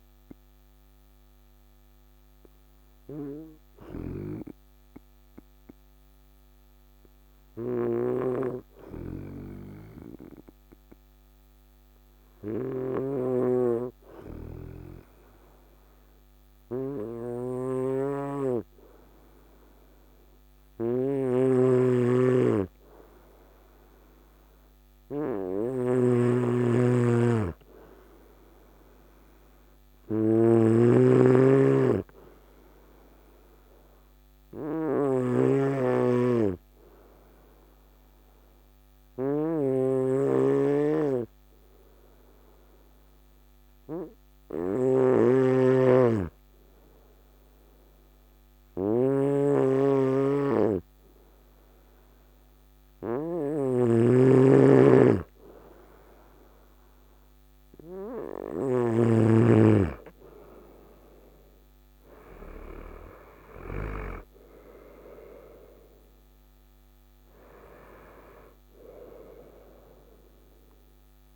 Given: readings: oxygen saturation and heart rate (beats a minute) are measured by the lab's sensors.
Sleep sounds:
breathing in sleep by a microphone on the trachea; 2
0.50-23.50 s: obstructive apnea (oxygen 96% before, 94% lowest, heart rate 58 before, 53 extreme, up 5 after)
7.00-58.50 s: snoring (device-marked)
26.00-31.00 s: arousal
37.00-54.50 s: obstructive apnea (oxygen 99% before, 94% lowest, heart rate 58 before, 55 extreme, up 4 after)
59.50-64.50 s: arousal
From the record:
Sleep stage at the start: N2 (light sleep); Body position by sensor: on the right side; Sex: male

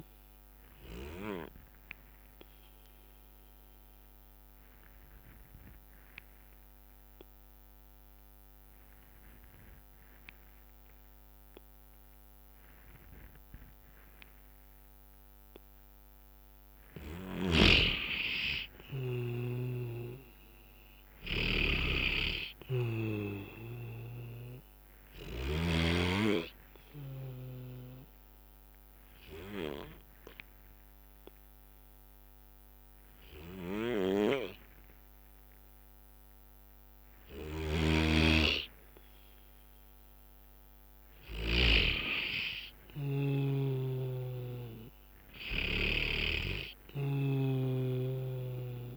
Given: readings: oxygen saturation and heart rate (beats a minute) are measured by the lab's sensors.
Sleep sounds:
breathing in sleep by a microphone on the trachea; 2
0.00-4.00 s: bradycardia (device-marked, heart rate 59 extreme)
0.00-13.00 s: oxygen desaturation (device-marked, oxygen 92% lowest, heart rate 57 extreme)
2.50-17.50 s: obstructive apnea (oxygen 99% before, 90% lowest, heart rate 64 before, 60 extreme, up 11 after)
20.00-23.50 s: arousal
22.50-26.00 s: snoring (device-marked)
23.00-38.00 s: oxygen desaturation (device-marked, oxygen 97% before, 90% lowest, heart rate 62 before, 58 extreme)
27.50-41.50 s: obstructive apnea (oxygen 97% before, 90% lowest, heart rate 64 before, 58 extreme, up 10 after)
37.50-42.00 s: snoring (device-marked)
38.00-40.00 s: bradycardia (device-marked, heart rate 65 before, 65 extreme)
44.00-48.97 s: snoring (device-marked)
46.00-48.97 s: arousal
From the record:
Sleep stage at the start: N2 (light sleep); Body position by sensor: on the back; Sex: male

